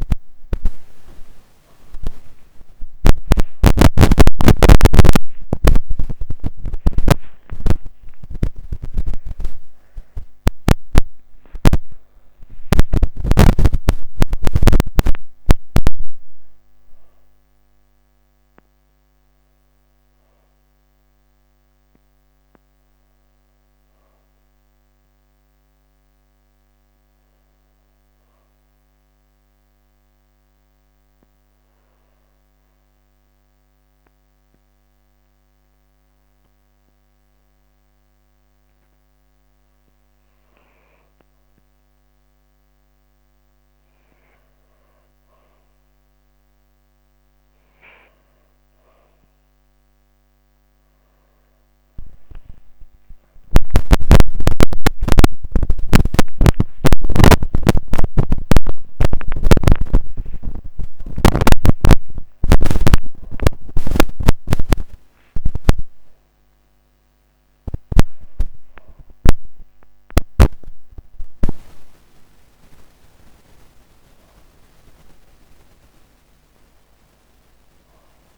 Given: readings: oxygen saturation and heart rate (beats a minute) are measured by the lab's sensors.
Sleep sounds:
a person partly awake in a sleep study, by a microphone on the trachea; 1
1.50-6.50 s: arousal
21.50-39.00 s: obstructive apnea (oxygen 98% before, 95% lowest)
38.00-68.00 s: new sleep stage, awake
68.00-78.38 s: new sleep stage, N1 (lightest sleep)
From the record:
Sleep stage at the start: N1 (lightest sleep); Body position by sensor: on the back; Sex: female

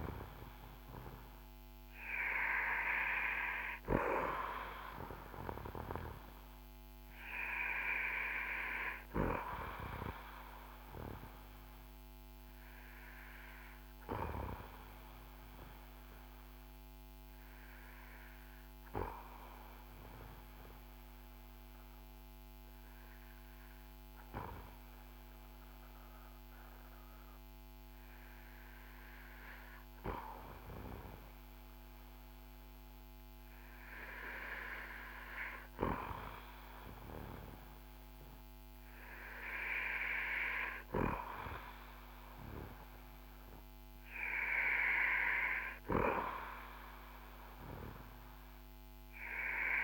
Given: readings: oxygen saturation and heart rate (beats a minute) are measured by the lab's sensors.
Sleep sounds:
breathing in sleep by a microphone on the trachea; 1
12.50-31.00 s: obstructive apnea (oxygen 95% before, 92% lowest, heart rate 58 before, 45 extreme, up 12 after)
32.00-35.50 s: arousal
From the record:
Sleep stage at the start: N2 (light sleep); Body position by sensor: on the back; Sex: male

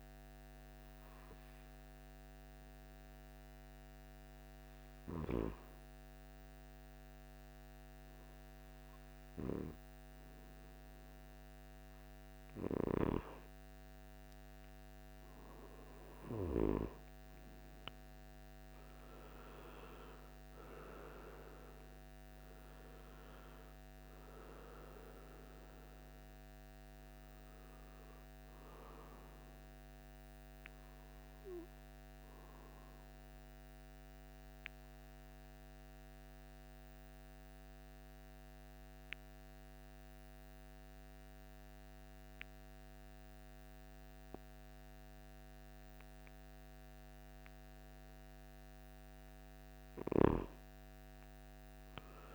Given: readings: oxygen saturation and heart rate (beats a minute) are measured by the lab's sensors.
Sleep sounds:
breathing in sleep by a microphone on the trachea; 2
0.00-8.50 s: oxygen desaturation (device-marked, oxygen 93% lowest, heart rate 53 extreme)
1.50-13.00 s: hypopnea (oxygen 98% before, 91% lowest, heart rate 58 before, 53 extreme, up 10 after)
17.00-21.50 s: arousal
33.00-48.00 s: mixed apnea (oxygen 96% before, 91% lowest, heart rate 59 before, 52 extreme, up 11 after)
51.00-52.35 s: arousal
From the record:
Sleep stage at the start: N2 (light sleep); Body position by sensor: on the right side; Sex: male

